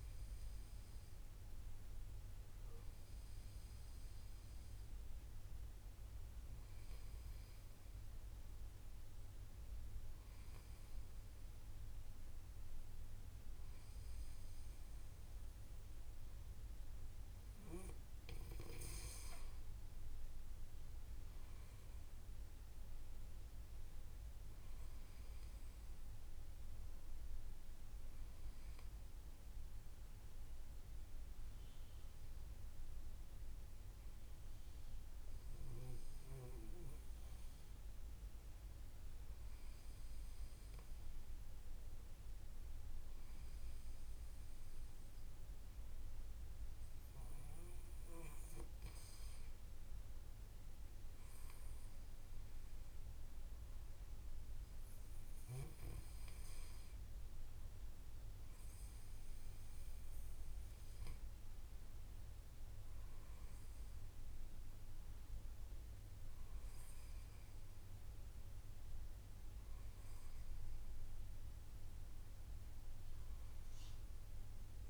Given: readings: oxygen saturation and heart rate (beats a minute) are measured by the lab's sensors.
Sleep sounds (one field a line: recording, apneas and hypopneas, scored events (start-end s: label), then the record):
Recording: breathing in sleep, hard to hear, by a room microphone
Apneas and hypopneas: none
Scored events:
none scored
From the record:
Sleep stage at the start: N2 (light sleep)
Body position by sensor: on the back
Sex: male